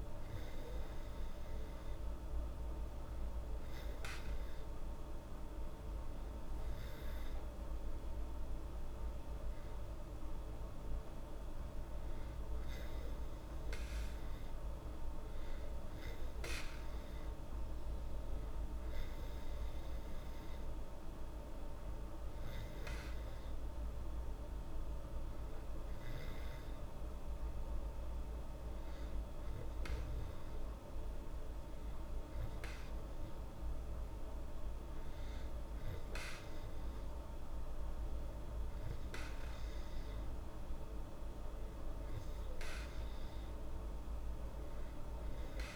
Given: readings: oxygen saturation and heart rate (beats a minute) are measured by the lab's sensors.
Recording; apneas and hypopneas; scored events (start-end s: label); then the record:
breathing in sleep, hard to hear, by a room microphone; none
none scored
From the record:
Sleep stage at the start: N2 (light sleep); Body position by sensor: on the back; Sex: female